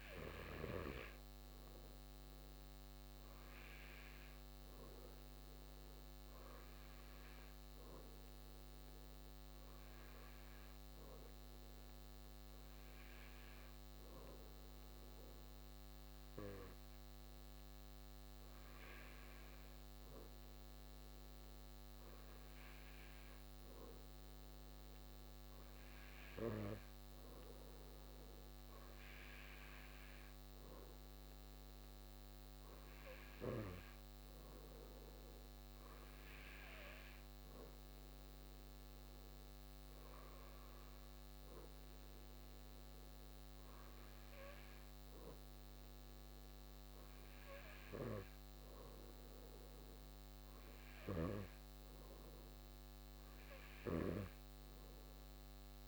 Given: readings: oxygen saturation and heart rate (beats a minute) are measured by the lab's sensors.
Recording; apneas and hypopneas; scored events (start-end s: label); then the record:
breathing in sleep by a microphone on the trachea; none
none scored
From the record:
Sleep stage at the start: N2 (light sleep); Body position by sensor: on the back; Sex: male